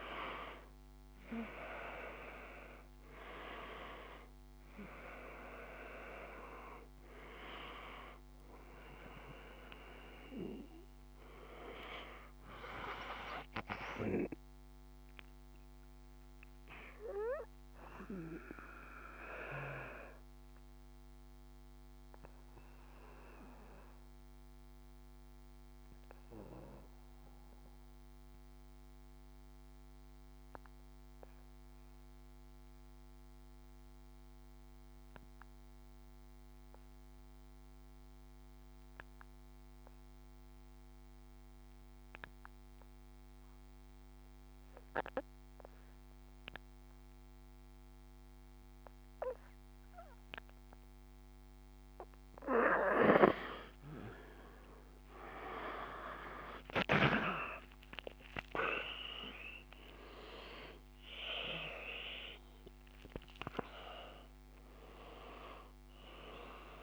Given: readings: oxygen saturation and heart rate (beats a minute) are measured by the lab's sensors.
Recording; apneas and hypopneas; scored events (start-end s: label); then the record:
breathing in sleep by a microphone on the trachea; 1
0.00-29.50 s: oxygen desaturation (device-marked, oxygen 88% lowest, heart rate 49 extreme)
14.50-49.50 s: obstructive apnea (oxygen 97% before, 87% lowest, heart rate 54 before, 49 extreme, up 5 after)
47.50-66.83 s: oxygen desaturation (device-marked, oxygen 97% before, 87% lowest, heart rate 53 before, 50 extreme)
54.00-58.00 s: arousal
From the record:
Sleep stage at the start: N2 (light sleep); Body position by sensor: on the back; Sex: male